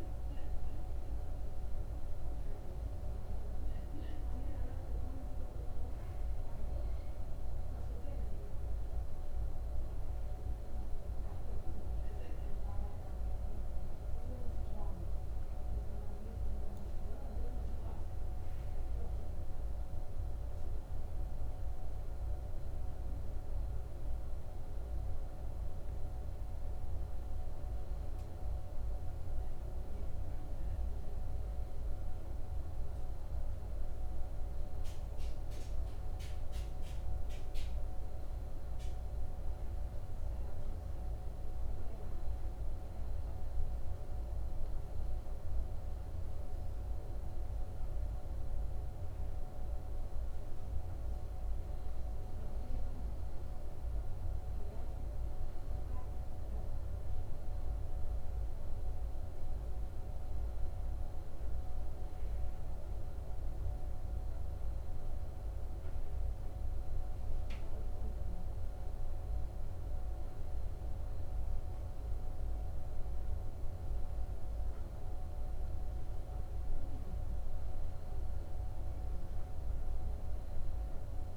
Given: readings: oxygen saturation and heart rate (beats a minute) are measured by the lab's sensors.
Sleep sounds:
breathing in sleep, hard to hear, by a room microphone; 1
3.00-12.00 s: oxygen desaturation (device-marked, oxygen 96% before, 92% lowest, heart rate 86 before, 83 extreme)
7.00-81.37 s: new sleep stage, N2 (light sleep)
13.00-17.00 s: arousal
17.00-23.00 s: oxygen desaturation (device-marked, oxygen 97% before, 94% lowest, heart rate 84 before, 82 extreme)
67.00-77.00 s: hypopnea (oxygen 95% before, 92% lowest, heart rate 85 before, 85 extreme, up 1 after)
80.00-81.37 s: arousal
From the record:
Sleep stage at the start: N1 (lightest sleep); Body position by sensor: on the back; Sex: male

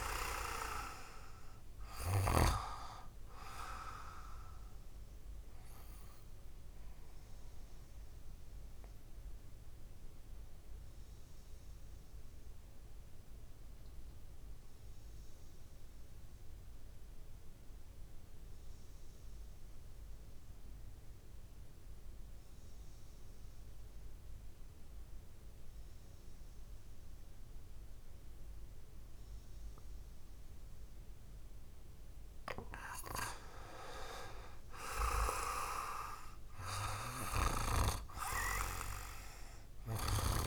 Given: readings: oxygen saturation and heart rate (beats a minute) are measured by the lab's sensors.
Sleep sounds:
breathing in sleep by a room microphone; 1
0.00-18.00 s: oxygen desaturation (device-marked, oxygen 89% lowest, heart rate 58 extreme)
7.50-30.50 s: mixed apnea (oxygen 99% before, 89% lowest, heart rate 67 before, 58 extreme, up 3 after)
34.00-37.50 s: arousal
37.00-40.47 s: oxygen desaturation (device-marked, oxygen 98% before, 91% lowest, heart rate 60 before, 58 extreme)
From the record:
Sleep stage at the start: REM sleep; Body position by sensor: on the right side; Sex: male

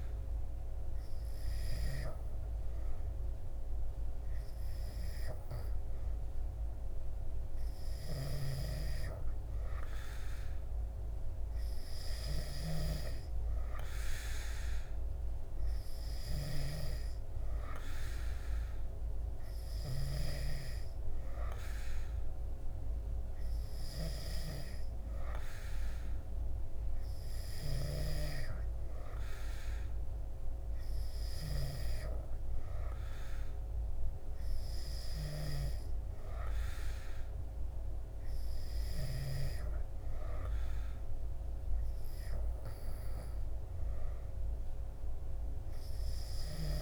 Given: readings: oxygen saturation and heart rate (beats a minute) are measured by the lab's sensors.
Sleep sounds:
breathing in sleep by a room microphone; none
none scored
From the record:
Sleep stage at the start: N3 (deep sleep); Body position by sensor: on the back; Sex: male

